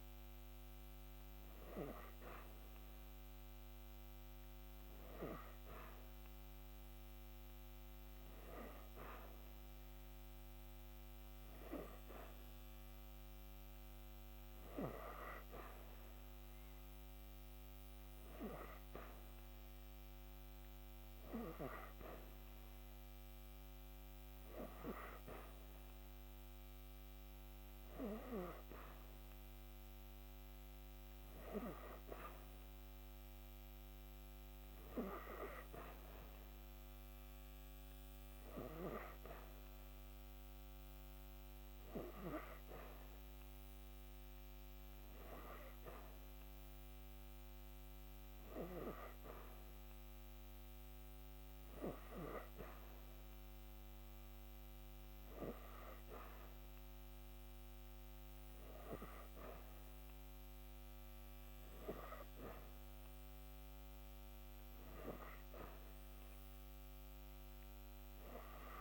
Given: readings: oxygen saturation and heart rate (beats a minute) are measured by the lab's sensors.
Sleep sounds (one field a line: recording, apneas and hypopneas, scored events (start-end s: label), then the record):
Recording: breathing in sleep by a microphone on the trachea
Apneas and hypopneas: none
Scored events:
none scored
From the record:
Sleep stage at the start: N3 (deep sleep)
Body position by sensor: on the back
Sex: female